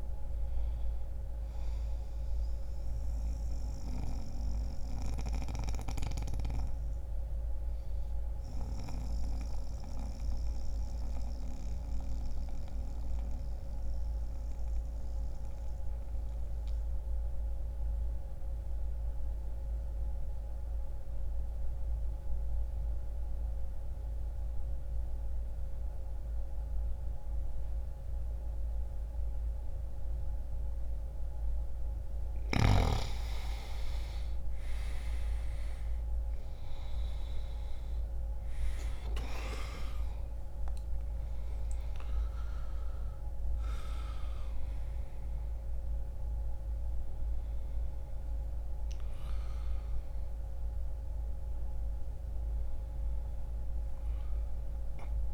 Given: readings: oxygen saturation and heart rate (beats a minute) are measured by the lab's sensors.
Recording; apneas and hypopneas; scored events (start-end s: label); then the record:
breathing in sleep by a room microphone; 1
0.00-18.00 s: oxygen desaturation (device-marked, oxygen 87% lowest, heart rate 59 extreme)
1.50-30.00 s: obstructive apnea (oxygen 97% before, 85% lowest, heart rate 60 before, 60 extreme, up 3 after)
31.00-55.34 s: oxygen desaturation (device-marked, oxygen 97% before, 85% lowest, heart rate 60 before, 60 extreme)
35.50-40.50 s: arousal
From the record:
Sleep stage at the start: N2 (light sleep); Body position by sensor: on the back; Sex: male